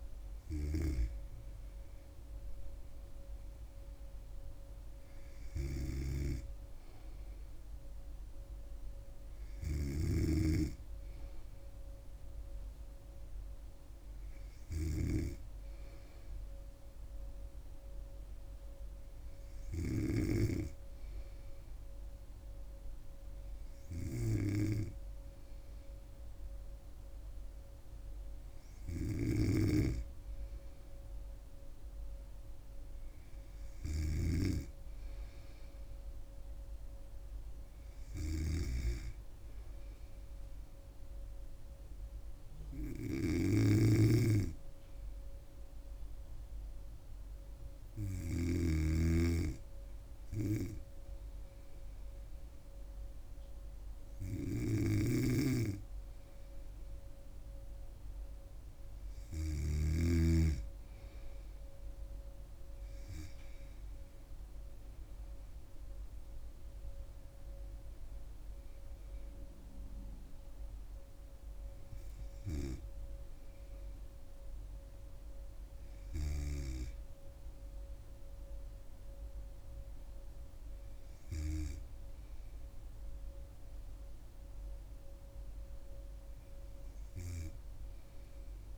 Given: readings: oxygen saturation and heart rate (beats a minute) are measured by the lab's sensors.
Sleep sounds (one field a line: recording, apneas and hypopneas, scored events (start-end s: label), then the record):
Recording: breathing in sleep by a room microphone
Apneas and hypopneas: 2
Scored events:
5.50-10.50 s: snoring (device-marked)
8.00-12.00 s: arousal
18.00-30.00 s: hypopnea (oxygen 99% before, 95% lowest, heart rate 74 before, 71 extreme, up 4 after)
29.50-34.50 s: snoring (device-marked)
32.50-37.00 s: arousal
43.50-48.50 s: snoring (device-marked)
45.00-59.50 s: hypopnea (oxygen 98% before, 95% lowest, heart rate 73 before, 73 extreme, up 7 after)
55.00-60.00 s: snoring (device-marked)
61.00-65.00 s: arousal
From the record:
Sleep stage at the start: N2 (light sleep)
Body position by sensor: on the back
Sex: female